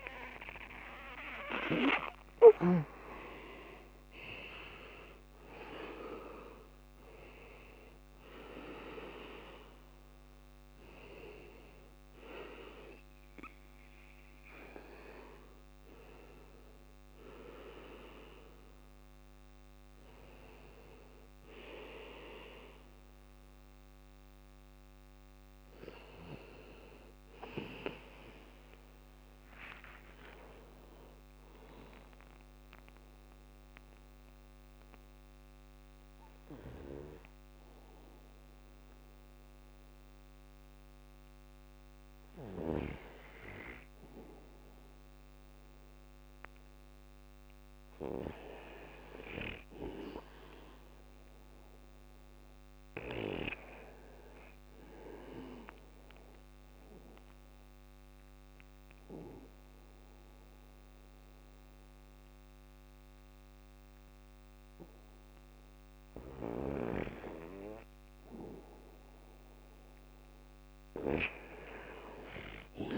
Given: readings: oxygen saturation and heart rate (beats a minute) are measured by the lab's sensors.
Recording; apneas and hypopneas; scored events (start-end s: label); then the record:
breathing in sleep by a microphone on the trachea; 2
0.00-12.00 s: drop in pulse transit time (device-marked, heart rate 58 extreme)
0.00-24.00 s: oxygen desaturation (device-marked, oxygen 87% lowest, heart rate 61 extreme)
1.50-3.50 s: long interval between heartbeats (device-marked, heart rate 56 before, 68 extreme)
25.50-29.00 s: arousal
30.00-72.97 s: new sleep stage, N2 (light sleep)
31.00-42.00 s: obstructive apnea (oxygen 100% before, 96% lowest, heart rate 65 before, 59 extreme, up 1 after)
48.50-52.00 s: arousal
56.00-66.00 s: obstructive apnea (oxygen 100% before, 94% lowest, heart rate 62 before, 57 extreme, up 5 after)
60.00-63.00 s: bradycardia (device-marked, heart rate 62 before, 60 extreme)
68.50-71.50 s: arousal
From the record:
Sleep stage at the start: N1 (lightest sleep); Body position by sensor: on the back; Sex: male